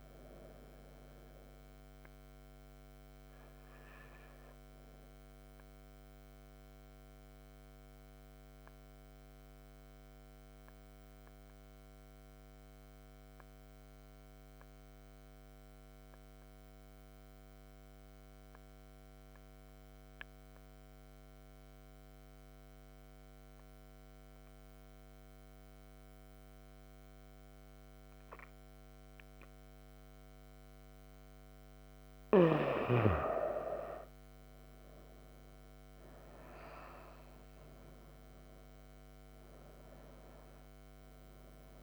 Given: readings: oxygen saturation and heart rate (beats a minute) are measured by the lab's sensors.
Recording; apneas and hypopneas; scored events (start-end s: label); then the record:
breathing in sleep by a microphone on the trachea; 1
0.00-10.00 s: oxygen desaturation (device-marked, oxygen 91% lowest)
5.50-31.50 s: obstructive apnea (oxygen 96% before, 91% lowest)
30.00-41.83 s: oxygen desaturation (device-marked, oxygen 97% before, 91% lowest)
34.50-37.00 s: arousal
From the record:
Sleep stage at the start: N2 (light sleep); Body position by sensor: on the right side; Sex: female